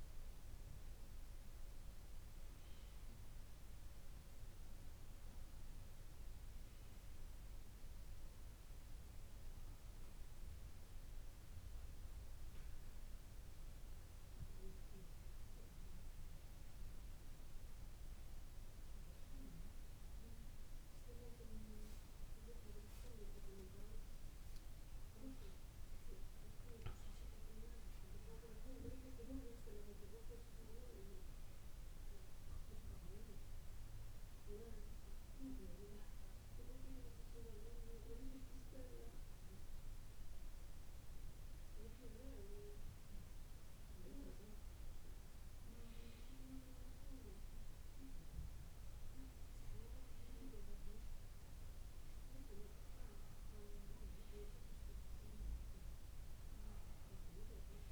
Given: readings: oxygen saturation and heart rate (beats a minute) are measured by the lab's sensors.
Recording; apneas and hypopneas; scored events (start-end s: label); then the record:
breathing in sleep by a room microphone; none
9.50-24.50 s: bradycardia (device-marked, heart rate 67 before, 57 extreme)
22.00-27.00 s: arousal
30.50-47.50 s: bradycardia (device-marked, heart rate 67 before, 54 extreme)
48.50-50.50 s: bradycardia (device-marked, heart rate 66 before, 58 extreme)
56.50-57.92 s: bradycardia (device-marked, heart rate 66 before, 59 extreme)
From the record:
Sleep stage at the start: N2 (light sleep); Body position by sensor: on the back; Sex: female